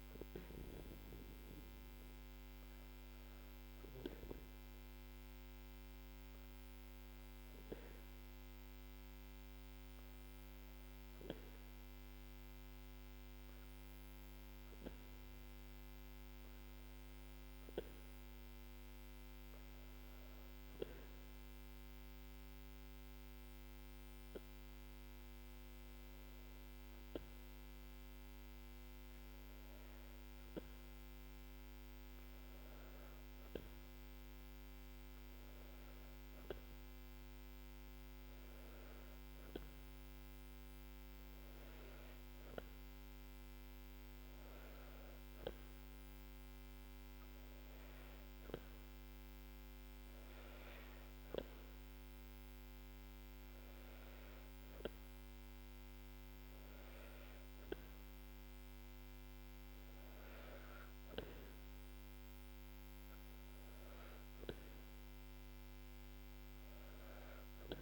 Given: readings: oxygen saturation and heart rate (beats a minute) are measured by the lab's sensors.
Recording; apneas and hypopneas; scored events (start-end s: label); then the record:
breathing in sleep, hard to hear, by a microphone on the trachea; 1
12.00-37.00 s: hypopnea (oxygen 97% before, 92% lowest, heart rate 87 before, 81 extreme, up 4 after)
39.00-42.50 s: arousal
From the record:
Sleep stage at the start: N2 (light sleep); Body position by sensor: on the back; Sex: female